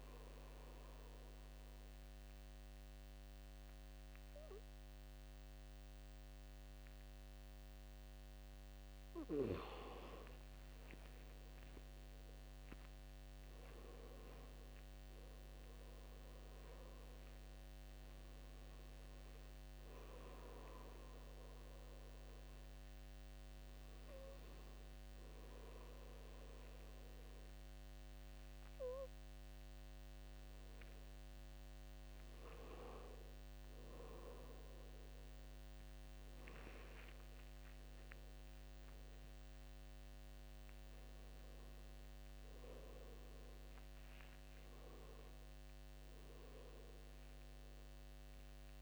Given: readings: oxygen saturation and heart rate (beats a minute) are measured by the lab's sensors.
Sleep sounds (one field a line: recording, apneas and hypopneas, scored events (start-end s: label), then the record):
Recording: a person awake in a sleep study, by a microphone on the trachea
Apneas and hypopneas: none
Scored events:
15.50-45.50 s: new sleep stage, awake
19.50-32.50 s: oxygen desaturation (device-marked, oxygen 98% before, 94% lowest, heart rate 79 before, 67 extreme)
45.50-48.82 s: new sleep stage, N2 (light sleep)
From the record:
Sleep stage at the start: N2 (light sleep)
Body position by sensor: on the right side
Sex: male